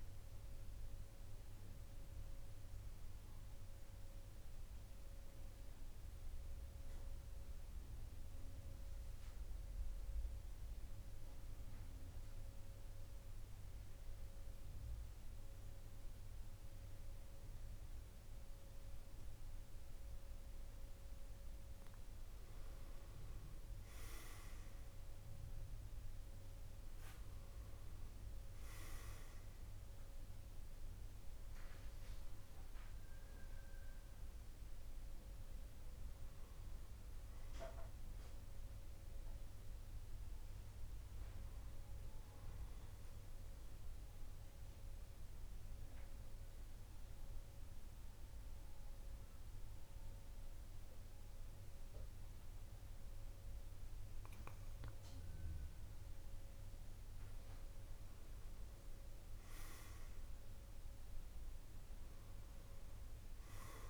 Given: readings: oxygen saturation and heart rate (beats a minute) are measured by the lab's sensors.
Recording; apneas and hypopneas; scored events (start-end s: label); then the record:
breathing in sleep, hard to hear, by a room microphone; 2
0.00-2.50 s: arousal
4.00-19.00 s: mixed apnea (oxygen 99% before, 94% lowest, heart rate 56 before, 48 extreme, up 7 after)
22.00-26.00 s: arousal
23.50-42.50 s: oxygen desaturation (device-marked, oxygen 99% before, 94% lowest, heart rate 50 before, 49 extreme)
43.00-55.00 s: central apnea (oxygen 99% before, 92% lowest, heart rate 53 before, 49 extreme, up 6 after)
56.50-60.00 s: arousal
62.50-63.90 s: oxygen desaturation (device-marked, oxygen 97% before, 94% lowest, heart rate 51 before, 48 extreme)
From the record:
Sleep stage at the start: N2 (light sleep); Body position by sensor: on the back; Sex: male